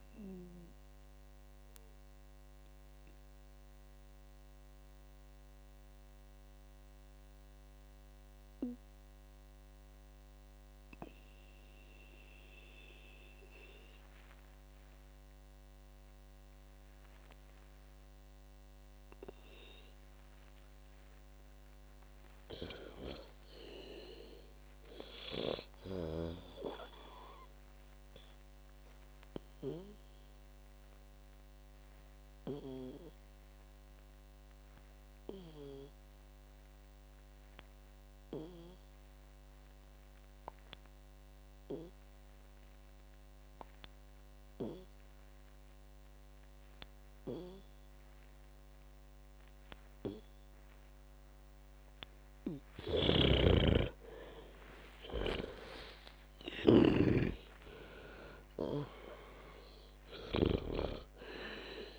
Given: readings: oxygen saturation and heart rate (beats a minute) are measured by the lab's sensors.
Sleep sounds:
breathing in sleep by a microphone on the trachea; 2
0.00-16.00 s: oxygen desaturation (device-marked, oxygen 88% lowest, heart rate 58 extreme)
1.00-22.00 s: mixed apnea (oxygen 97% before, 88% lowest, heart rate 73 before, 58 extreme, up 19 after)
23.50-27.00 s: arousal
30.00-52.00 s: obstructive apnea (oxygen 99% before, 90% lowest, heart rate 64 before, 56 extreme, up 45 after)
50.00-61.99 s: oxygen desaturation (device-marked, oxygen 97% before, 90% lowest, heart rate 64 before, 52 extreme)
53.50-61.50 s: snoring (device-marked)
54.00-59.00 s: arousal
From the record:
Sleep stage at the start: N2 (light sleep); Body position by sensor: on the back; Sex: female

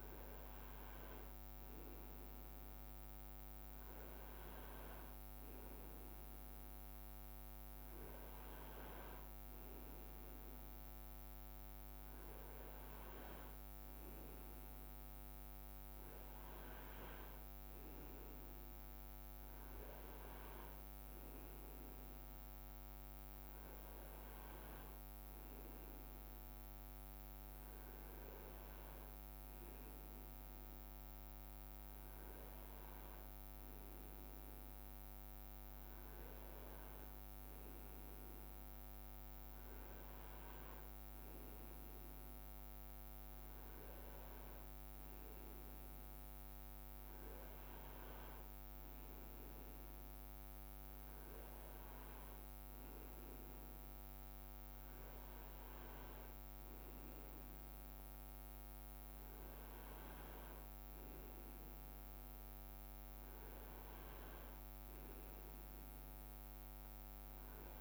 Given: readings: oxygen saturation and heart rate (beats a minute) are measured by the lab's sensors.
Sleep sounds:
breathing in sleep, hard to hear, by a microphone on the trachea; none
none scored
From the record:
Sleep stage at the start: N2 (light sleep); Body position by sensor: on the right side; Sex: male

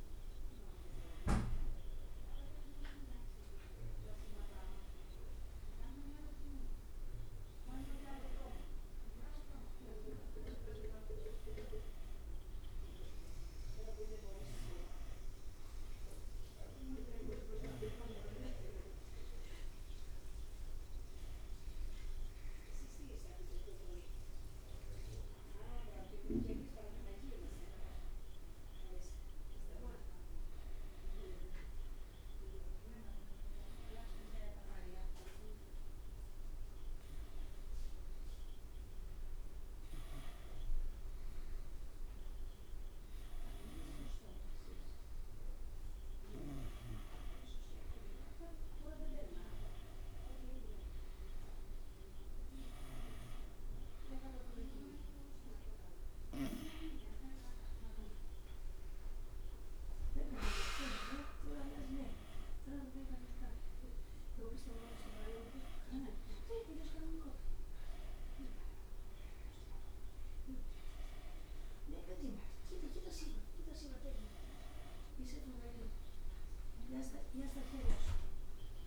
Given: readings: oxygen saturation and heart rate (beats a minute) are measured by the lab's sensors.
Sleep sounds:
a person awake in a sleep study, by a room microphone; none
none scored
From the record:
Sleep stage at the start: awake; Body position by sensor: on the back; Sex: male

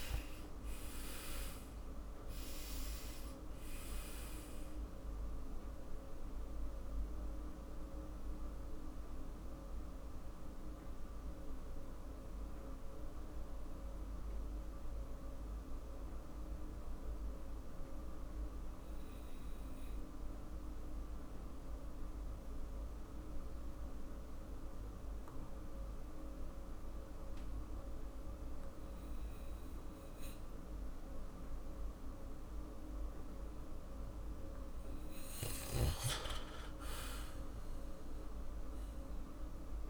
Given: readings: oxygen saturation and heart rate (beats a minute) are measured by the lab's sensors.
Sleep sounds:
breathing in sleep, hard to hear, by a room microphone; 1
0.00-3.00 s: arousal
6.50-35.00 s: mixed apnea (oxygen 98% before, 84% lowest, heart rate 51 before, 46 extreme, up 9 after)
25.00-39.90 s: oxygen desaturation (device-marked, oxygen 95% before, 84% lowest, heart rate 51 before, 46 extreme)
37.00-39.90 s: arousal
From the record:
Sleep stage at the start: N2 (light sleep); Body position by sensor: on the back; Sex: male

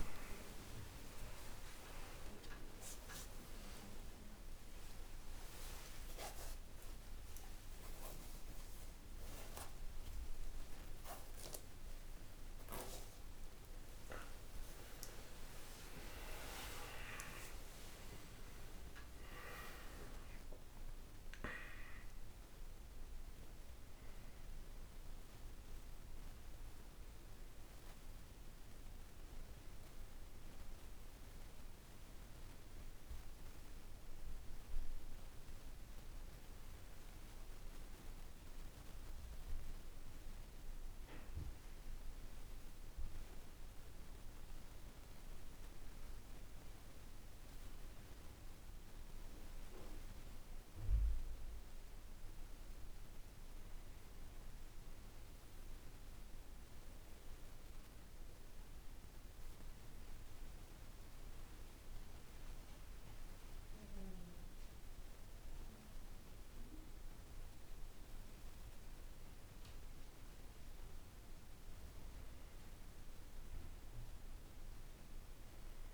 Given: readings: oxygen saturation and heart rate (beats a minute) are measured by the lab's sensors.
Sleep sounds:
a person partly awake in a sleep study, by a room microphone; none
6.00-8.00 s: long interval between heartbeats (device-marked, heart rate 82 before, 93 extreme)
8.00-10.00 s: long interval between heartbeats (device-marked, heart rate 85 before, 106 extreme)
26.50-56.50 s: new sleep stage, N1 (lightest sleep)
56.50-75.94 s: new sleep stage, N2 (light sleep)
From the record:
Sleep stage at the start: awake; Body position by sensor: on the back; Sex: male

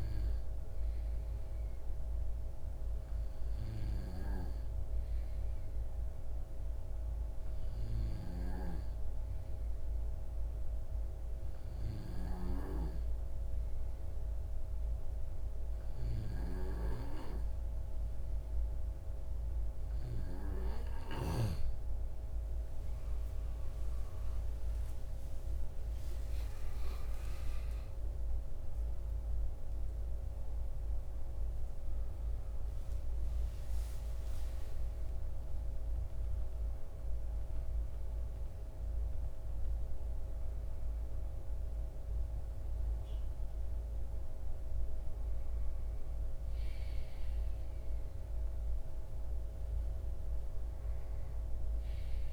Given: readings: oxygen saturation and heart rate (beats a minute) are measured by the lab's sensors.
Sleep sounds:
breathing in sleep by a room microphone; 1
2.50-20.50 s: obstructive apnea (oxygen 96% before, 92% lowest)
23.50-30.50 s: arousal
25.50-38.50 s: oxygen desaturation (device-marked, oxygen 96% before, 92% lowest)
From the record:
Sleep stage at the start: N2 (light sleep); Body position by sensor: on the left side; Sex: male

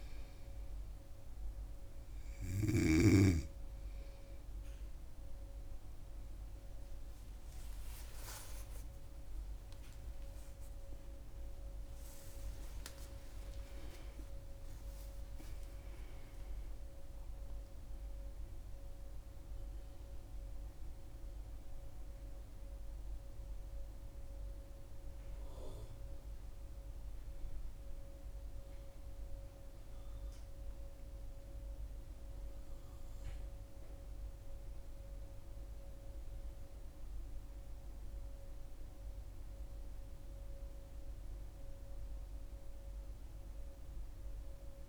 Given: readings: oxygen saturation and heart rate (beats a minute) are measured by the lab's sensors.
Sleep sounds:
a person awake in a sleep study, hard to hear, by a room microphone; none
0.00-3.00 s: snoring (device-marked)
From the record:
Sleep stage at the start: awake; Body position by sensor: on the back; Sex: female

